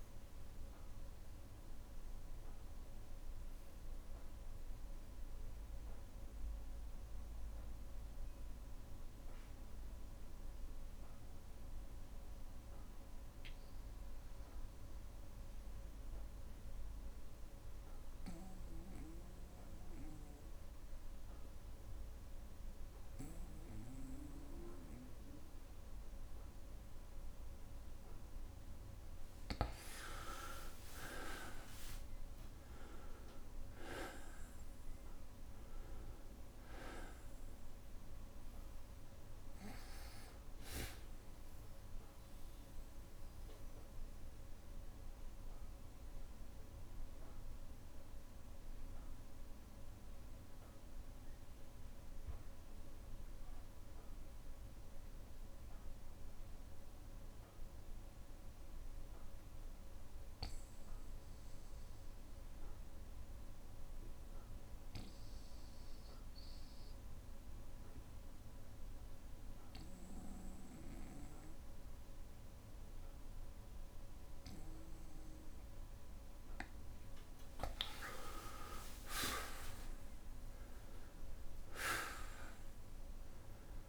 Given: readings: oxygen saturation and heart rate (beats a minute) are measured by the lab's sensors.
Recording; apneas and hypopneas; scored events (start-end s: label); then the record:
breathing in sleep by a room microphone; 2
0.00-9.50 s: oxygen desaturation (device-marked, oxygen 92% lowest, heart rate 60 extreme)
1.00-27.50 s: obstructive apnea (oxygen 99% before, 92% lowest, heart rate 98 before, 60 extreme, up 3 after)
25.50-52.50 s: oxygen desaturation (device-marked, oxygen 99% before, 92% lowest, heart rate 61 before, 60 extreme)
30.00-34.50 s: arousal
43.50-76.50 s: obstructive apnea (oxygen 99% before, 88% lowest, heart rate 64 before, 60 extreme, up 4 after)
68.50-83.89 s: oxygen desaturation (device-marked, oxygen 99% before, 88% lowest, heart rate 61 before, 62 extreme)
79.50-83.89 s: new sleep stage, awake
From the record:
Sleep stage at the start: N2 (light sleep); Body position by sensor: on the back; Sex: male